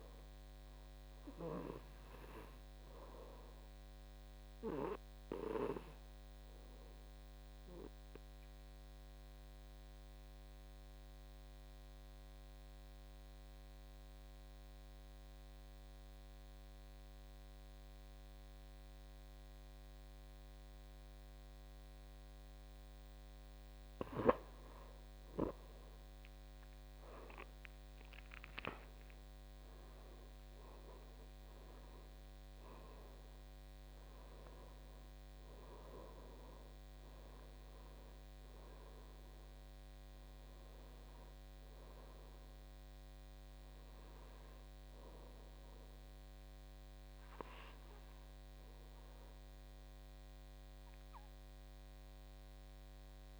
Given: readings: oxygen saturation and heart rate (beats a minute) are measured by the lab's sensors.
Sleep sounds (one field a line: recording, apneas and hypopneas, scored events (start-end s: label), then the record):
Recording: breathing in sleep by a microphone on the trachea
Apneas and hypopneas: 1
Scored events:
0.00-11.00 s: oxygen desaturation (device-marked, oxygen 84% lowest, heart rate 53 extreme)
3.00-23.50 s: obstructive apnea (oxygen 95% before, 84% lowest, heart rate 63 before, 53 extreme, up 14 after)
25.50-28.50 s: arousal
28.00-53.40 s: oxygen desaturation (device-marked, oxygen 98% before, 87% lowest, heart rate 55 before, 50 extreme)
From the record:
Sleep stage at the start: N2 (light sleep)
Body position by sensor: on the back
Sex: male